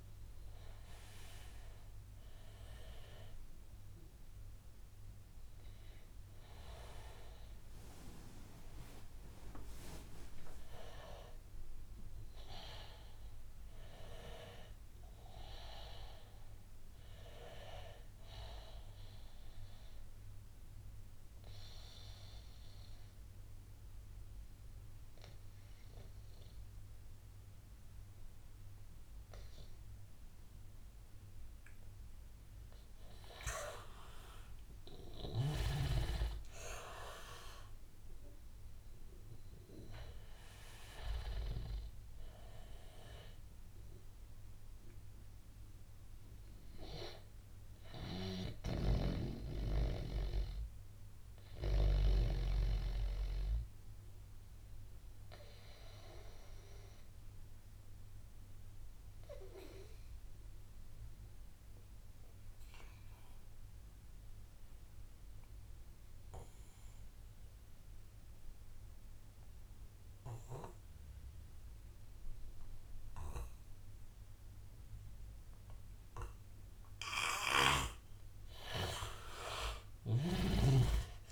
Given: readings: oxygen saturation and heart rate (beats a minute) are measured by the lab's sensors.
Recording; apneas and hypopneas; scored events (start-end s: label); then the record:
breathing in sleep by a room microphone; 2
11.00-20.00 s: oxygen desaturation (device-marked, oxygen 96% before, 92% lowest, heart rate 84 before, 83 extreme)
19.00-31.00 s: obstructive apnea (oxygen 99% before, 88% lowest, heart rate 88 before, 83 extreme, up 6 after)
34.00-37.50 s: arousal
34.00-53.00 s: oxygen desaturation (device-marked, oxygen 99% before, 89% lowest, heart rate 88 before, 81 extreme)
44.00-76.00 s: obstructive apnea (oxygen 99% before, 86% lowest, heart rate 86 before, 81 extreme, up 4 after)
48.50-52.50 s: snoring (device-marked)
72.00-81.31 s: oxygen desaturation (device-marked, oxygen 99% before, 86% lowest, heart rate 85 before, 75 extreme)
79.00-81.31 s: arousal
From the record:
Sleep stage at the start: N2 (light sleep); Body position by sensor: on the back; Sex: male